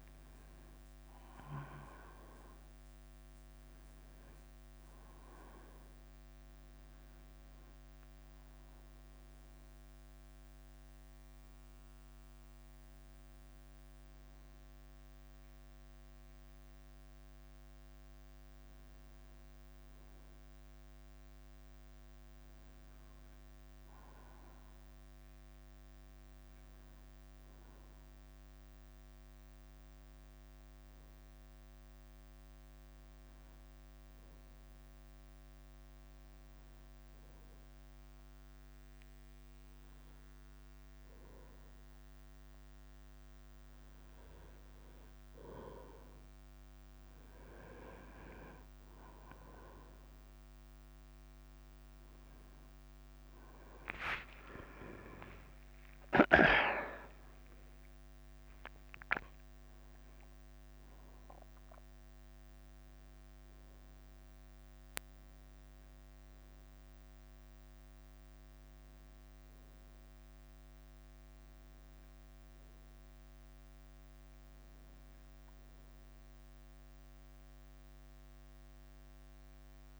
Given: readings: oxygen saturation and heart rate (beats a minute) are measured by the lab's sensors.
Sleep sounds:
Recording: breathing in sleep by a microphone on the trachea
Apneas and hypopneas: 1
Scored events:
2.00-23.00 s: oxygen desaturation (device-marked, oxygen 95% before, 91% lowest, heart rate 60 before, 51 extreme)
11.00-15.00 s: bradycardia (device-marked, heart rate 59 before, 58 extreme)
12.00-14.00 s: long interval between heartbeats (device-marked, heart rate 62 before, 61 extreme)
20.00-53.00 s: bradycardia (device-marked, heart rate 59 before, 51 extreme)
24.00-27.50 s: arousal
30.50-44.50 s: hypopnea (oxygen 96% before, 90% lowest, heart rate 59 before, 55 extreme, up 3 after)
48.00-52.00 s: arousal
54.00-80.00 s: new sleep stage, N1 (lightest sleep)
56.00-72.00 s: oxygen desaturation (device-marked, oxygen 95% before, 90% lowest, heart rate 56 before, 55 extreme)
63.00-80.00 s: bradycardia (device-marked, heart rate 59 before, 49 extreme)
78.50-80.00 s: arousal
From the record:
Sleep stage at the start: N2 (light sleep)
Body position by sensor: on the right side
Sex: male

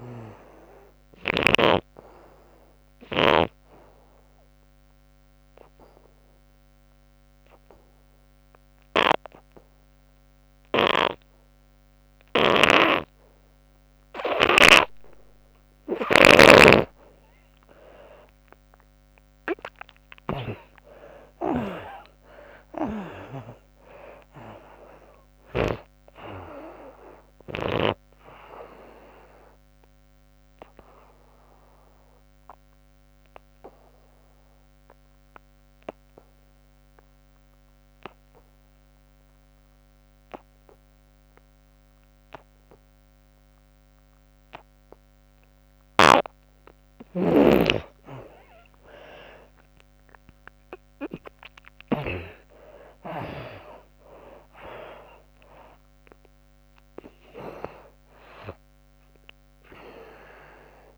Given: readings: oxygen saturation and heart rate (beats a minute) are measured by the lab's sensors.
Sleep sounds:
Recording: breathing in sleep by a microphone on the trachea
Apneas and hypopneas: 2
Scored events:
0.00-3.00 s: snoring (device-marked)
1.00-14.50 s: obstructive apnea (oxygen 97% before, 76% lowest, heart rate 87 before, 64 extreme, up 17 after)
12.00-16.00 s: snoring (device-marked)
18.00-39.00 s: oxygen desaturation (device-marked, oxygen 92% before, 79% lowest, heart rate 72 before, 61 extreme)
18.50-22.50 s: arousal
28.00-45.00 s: obstructive apnea (oxygen 97% before, 76% lowest, heart rate 77 before, 61 extreme, up 18 after)
46.50-52.00 s: snoring (device-marked)
47.50-52.50 s: arousal
50.00-60.98 s: oxygen desaturation (device-marked, oxygen 98% before, 76% lowest, heart rate 71 before, 63 extreme)
From the record:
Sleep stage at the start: N2 (light sleep)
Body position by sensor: on the back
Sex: female

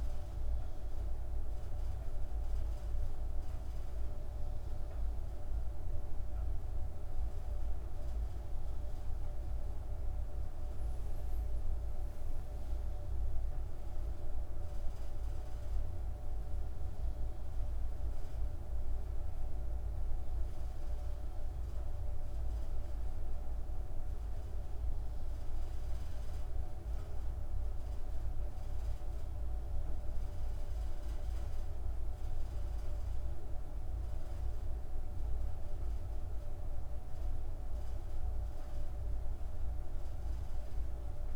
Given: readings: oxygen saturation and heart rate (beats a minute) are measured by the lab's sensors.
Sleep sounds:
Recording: breathing in sleep, hard to hear, by a room microphone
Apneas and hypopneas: none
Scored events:
none scored
From the record:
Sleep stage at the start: N2 (light sleep)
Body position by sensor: on the back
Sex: female

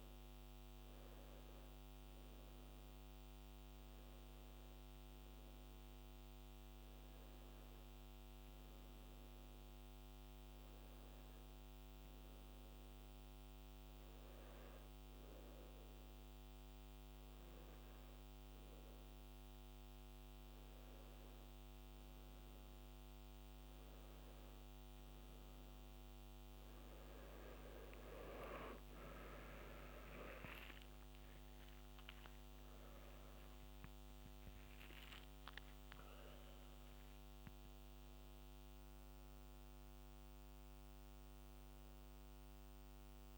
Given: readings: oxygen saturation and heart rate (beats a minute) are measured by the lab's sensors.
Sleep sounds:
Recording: breathing in sleep by a microphone on the trachea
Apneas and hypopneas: none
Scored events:
29.50-34.00 s: arousal
31.50-43.38 s: oxygen desaturation (device-marked, oxygen 96% before, 93% lowest, heart rate 67 before, 65 extreme)
From the record:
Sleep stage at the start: N2 (light sleep)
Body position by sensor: on the back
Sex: male

